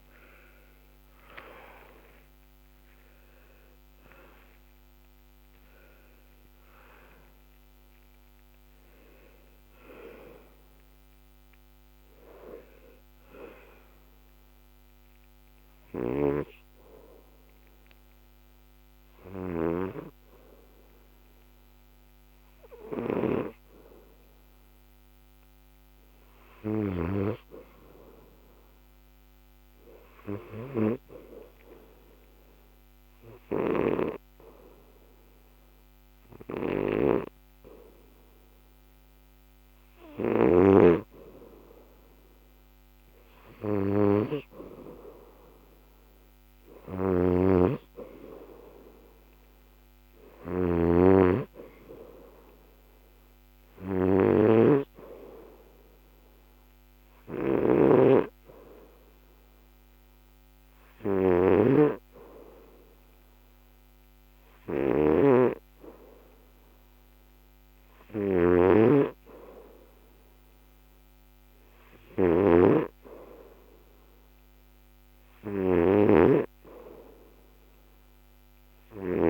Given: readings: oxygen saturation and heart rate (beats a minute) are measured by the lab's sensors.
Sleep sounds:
breathing in sleep by a microphone on the trachea; 1
0.00-3.00 s: arousal
0.00-11.00 s: oxygen desaturation (device-marked, oxygen 98% before, 93% lowest, heart rate 78 before, 74 extreme)
13.50-26.00 s: hypopnea (oxygen 98% before, 93% lowest, heart rate 81 before, 71 extreme, up 1 after)
29.00-33.00 s: arousal
47.00-76.00 s: snoring (device-marked)
From the record:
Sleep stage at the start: N2 (light sleep); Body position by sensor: on the back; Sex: male

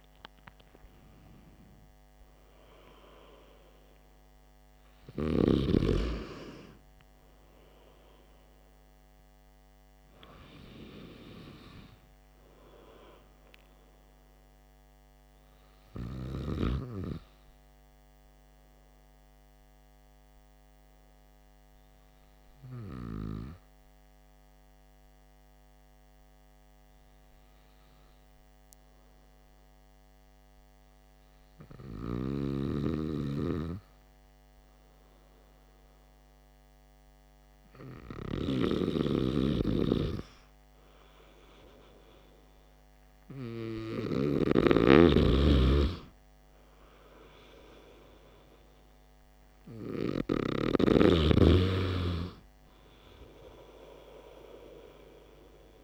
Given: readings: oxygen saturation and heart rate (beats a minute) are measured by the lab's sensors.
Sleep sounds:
breathing in sleep by a microphone on the trachea; 1
15.50-42.00 s: hypopnea (oxygen 96% before, 92% lowest, heart rate 59 before, 49 extreme, up 18 after)
43.50-47.50 s: arousal
From the record:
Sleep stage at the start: N2 (light sleep); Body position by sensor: on the back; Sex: male

